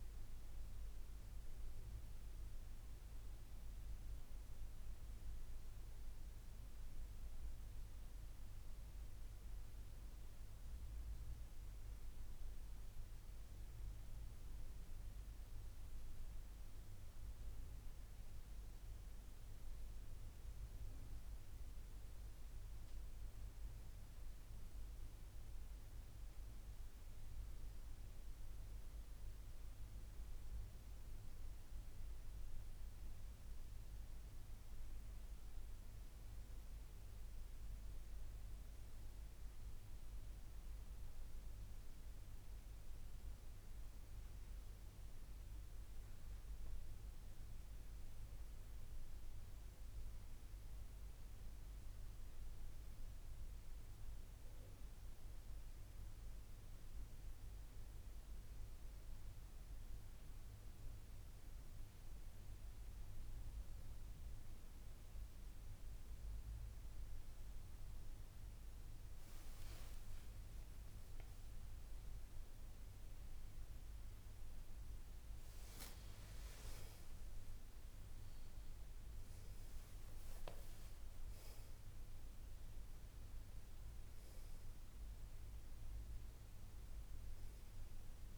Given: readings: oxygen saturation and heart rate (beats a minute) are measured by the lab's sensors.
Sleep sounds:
breathing in sleep, hard to hear, by a room microphone; none
69.00-75.00 s: arousal
From the record:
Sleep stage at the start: N2 (light sleep); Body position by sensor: on the back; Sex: female

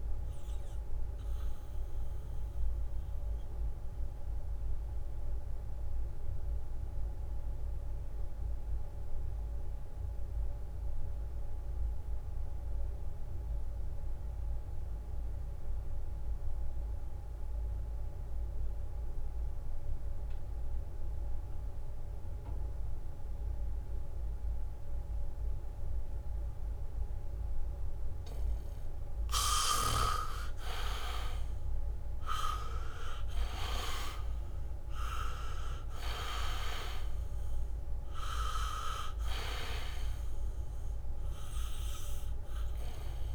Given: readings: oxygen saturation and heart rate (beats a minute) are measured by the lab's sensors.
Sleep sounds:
breathing in sleep by a room microphone; 1
0.00-19.50 s: oxygen desaturation (device-marked, oxygen 78% lowest, heart rate 65 extreme)
4.50-29.00 s: mixed apnea (oxygen 97% before, 77% lowest, heart rate 68 before, 65 extreme, up 4 after)
29.50-31.50 s: leg movement (device-marked)
29.50-43.35 s: oxygen desaturation (device-marked, oxygen 99% before, 77% lowest, heart rate 70 before, 68 extreme)
32.50-34.00 s: leg movement (device-marked)
32.50-36.50 s: arousal
34.00-37.50 s: leg movement (device-marked)
From the record:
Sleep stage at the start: N2 (light sleep); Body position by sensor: on the back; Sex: male

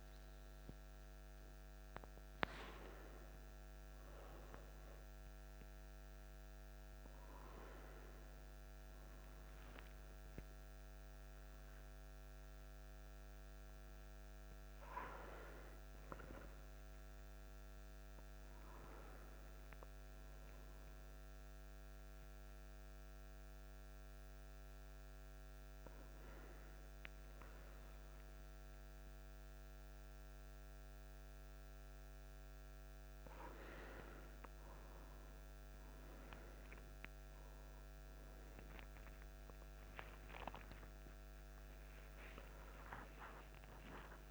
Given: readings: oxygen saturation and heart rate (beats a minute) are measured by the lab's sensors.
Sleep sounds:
a person awake in a sleep study, by a microphone on the trachea; none
none scored
From the record:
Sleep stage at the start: awake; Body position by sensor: upright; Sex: male

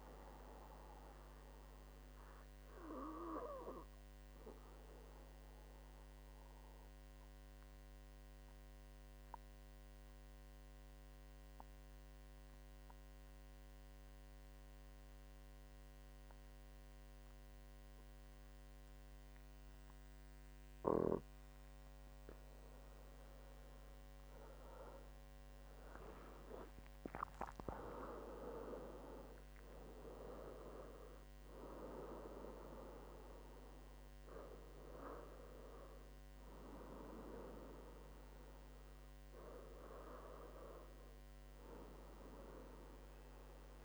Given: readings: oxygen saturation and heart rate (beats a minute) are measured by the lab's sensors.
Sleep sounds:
breathing in sleep by a microphone on the trachea; 1
0.00-1.00 s: arousal
6.00-23.00 s: mixed apnea (oxygen 98% before, 90% lowest, heart rate 74 before, 73 extreme, up 6 after)
20.50-41.50 s: oxygen desaturation (device-marked, oxygen 96% before, 90% lowest, heart rate 75 before, 73 extreme)
24.00-28.00 s: arousal
From the record:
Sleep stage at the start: N2 (light sleep); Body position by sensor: on the back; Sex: male

